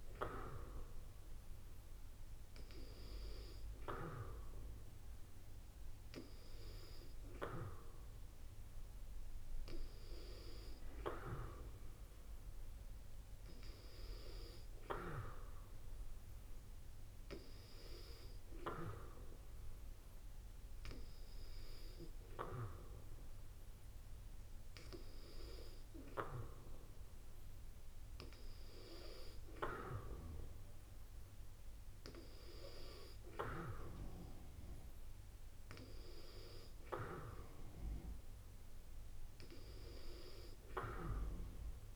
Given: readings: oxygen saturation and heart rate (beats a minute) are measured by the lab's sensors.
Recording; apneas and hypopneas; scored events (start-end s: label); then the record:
breathing in sleep by a room microphone; none
none scored
From the record:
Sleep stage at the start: N2 (light sleep); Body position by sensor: on the back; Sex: female